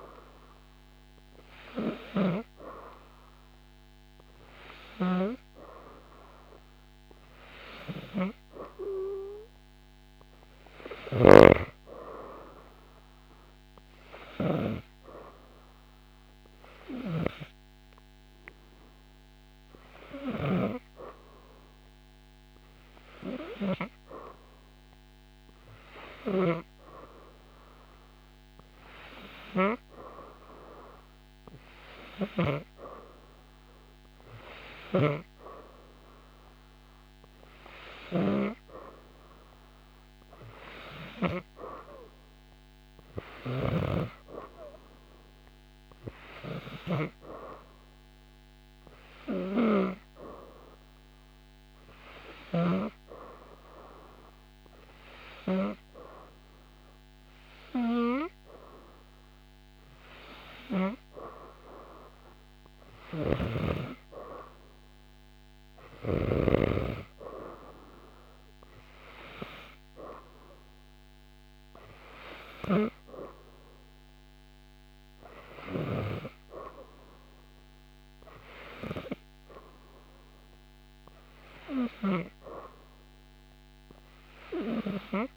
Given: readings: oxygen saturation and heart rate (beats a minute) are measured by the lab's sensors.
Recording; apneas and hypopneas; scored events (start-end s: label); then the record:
breathing in sleep by a microphone on the trachea; none
10.50-14.50 s: snoring (device-marked)
62.50-66.00 s: snoring (device-marked)
65.50-77.50 s: oxygen desaturation (device-marked, oxygen 94% before, 90% lowest, heart rate 80 before, 76 extreme)
From the record:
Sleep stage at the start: N3 (deep sleep); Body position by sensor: upright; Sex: female